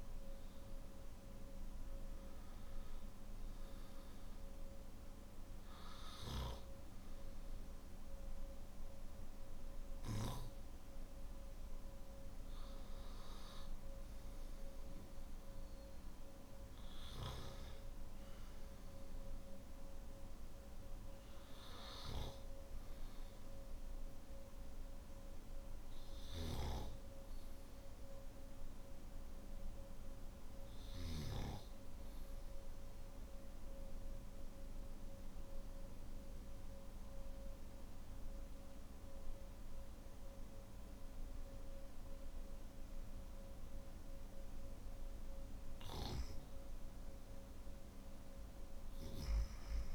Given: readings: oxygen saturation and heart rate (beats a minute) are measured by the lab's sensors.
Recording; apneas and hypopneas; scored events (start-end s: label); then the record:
breathing in sleep by a room microphone; 2
5.00-17.00 s: hypopnea (oxygen 97% before, 93% lowest, heart rate 57 before, 46 extreme, up 1 after)
32.50-45.50 s: obstructive apnea (oxygen 98% before, 93% lowest, heart rate 52 before, 46 extreme, up 17 after)
From the record:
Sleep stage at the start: N2 (light sleep); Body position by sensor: on the back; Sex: male